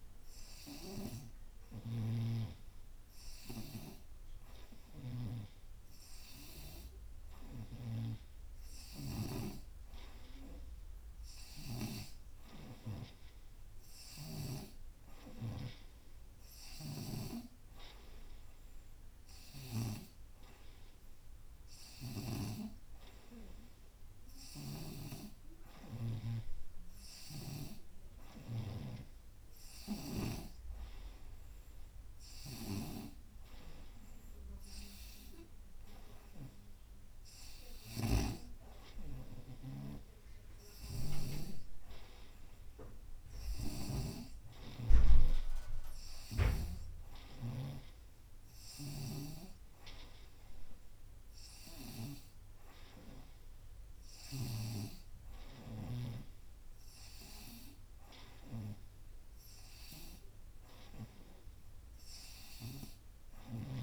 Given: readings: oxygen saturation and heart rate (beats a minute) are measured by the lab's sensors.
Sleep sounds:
breathing in sleep by a room microphone; none
2.00-5.50 s: snoring (device-marked)
7.50-12.00 s: snoring (device-marked)
14.00-17.50 s: snoring (device-marked)
24.50-41.50 s: snoring (device-marked)
46.00-54.50 s: snoring (device-marked)
From the record:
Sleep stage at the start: N2 (light sleep); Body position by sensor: on the right side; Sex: female

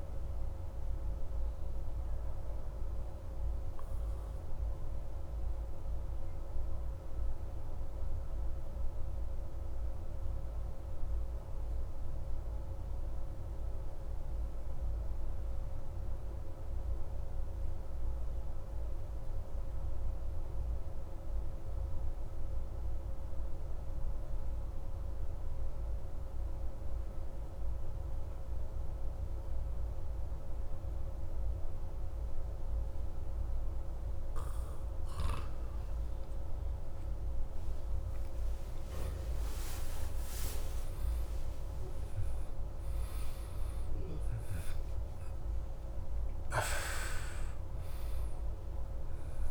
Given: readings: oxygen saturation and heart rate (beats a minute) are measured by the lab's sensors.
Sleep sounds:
breathing in sleep, hard to hear, by a room microphone; 1
0.00-24.50 s: oxygen desaturation (device-marked, oxygen 91% lowest)
3.00-34.00 s: obstructive apnea (oxygen 97% before, 88% lowest)
36.50-49.50 s: oxygen desaturation (device-marked, oxygen 95% before, 89% lowest)
37.50-43.00 s: arousal
From the record:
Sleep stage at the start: N2 (light sleep); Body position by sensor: on the back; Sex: male

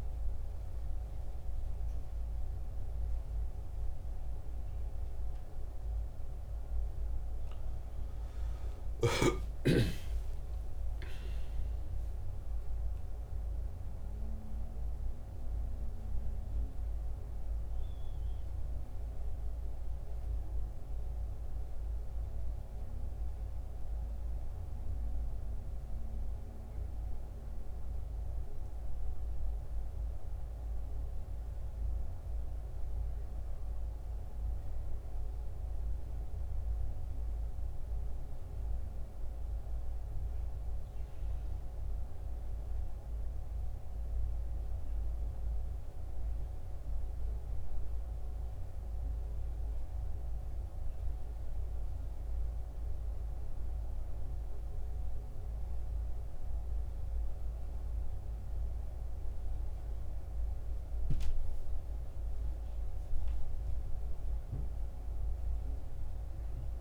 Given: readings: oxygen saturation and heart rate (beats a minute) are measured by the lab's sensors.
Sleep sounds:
a person partly awake in a sleep study, hard to hear, by a room microphone; 1
6.00-66.81 s: new sleep stage, N1 (lightest sleep)
7.00-12.00 s: oxygen desaturation (device-marked, oxygen 96% before, 92% lowest, heart rate 75 before, 71 extreme)
51.00-61.00 s: hypopnea (oxygen 96% before, 90% lowest, heart rate 70 before, 67 extreme, up 4 after)
58.00-66.81 s: oxygen desaturation (device-marked, oxygen 96% before, 90% lowest, heart rate 70 before, 67 extreme)
63.00-66.81 s: arousal
From the record:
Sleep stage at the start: awake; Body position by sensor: on the back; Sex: male

